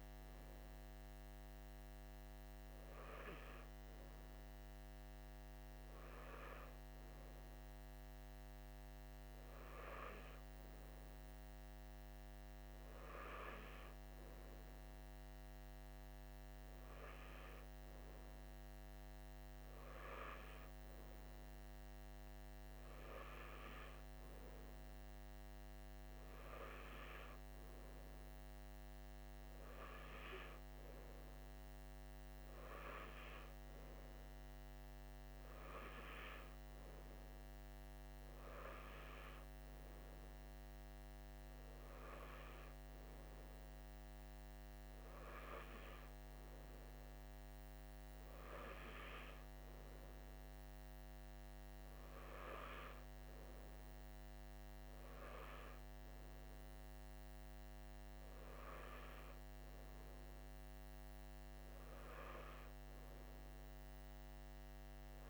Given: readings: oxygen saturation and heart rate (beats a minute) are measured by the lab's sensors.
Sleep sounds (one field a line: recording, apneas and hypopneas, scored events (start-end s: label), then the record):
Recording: breathing in sleep by a microphone on the trachea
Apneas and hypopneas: none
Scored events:
none scored
From the record:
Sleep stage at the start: N3 (deep sleep)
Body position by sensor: on the right side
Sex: male